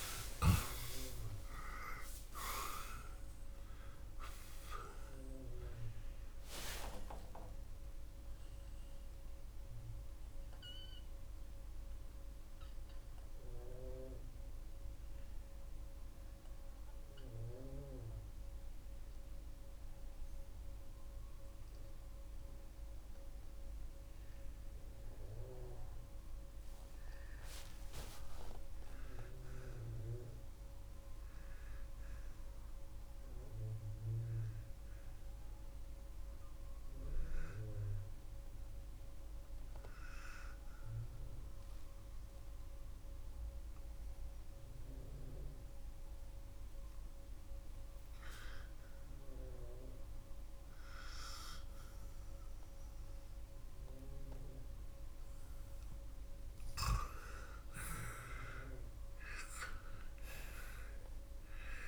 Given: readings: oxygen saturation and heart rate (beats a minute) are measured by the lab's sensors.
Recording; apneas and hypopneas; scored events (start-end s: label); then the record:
breathing in sleep by a room microphone; 1
0.00-3.50 s: arousal
13.00-43.00 s: new sleep stage, N1 (lightest sleep)
20.00-45.00 s: oxygen desaturation (device-marked, oxygen 93% before, 85% lowest, heart rate 53 before, 73 extreme)
37.50-56.00 s: hypopnea (oxygen 93% before, 85% lowest, heart rate 75 before, 80 extreme, up 10 after)
43.00-61.87 s: new sleep stage, N2 (light sleep)
58.00-61.00 s: arousal
From the record:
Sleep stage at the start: N2 (light sleep); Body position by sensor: on the back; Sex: male